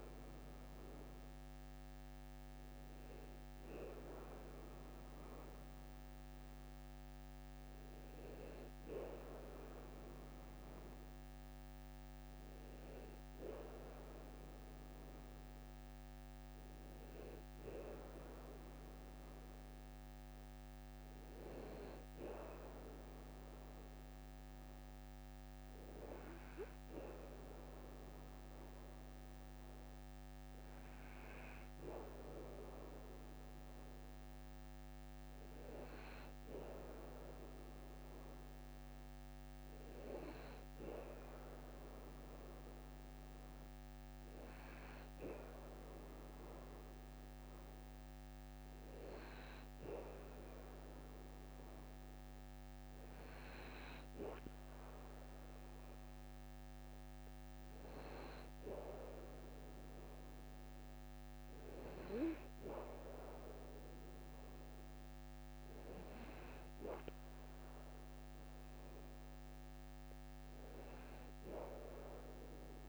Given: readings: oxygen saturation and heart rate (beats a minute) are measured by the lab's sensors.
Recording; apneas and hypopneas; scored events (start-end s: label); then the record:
breathing in sleep by a microphone on the trachea; none
none scored
From the record:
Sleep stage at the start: N2 (light sleep); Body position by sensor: on the back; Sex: male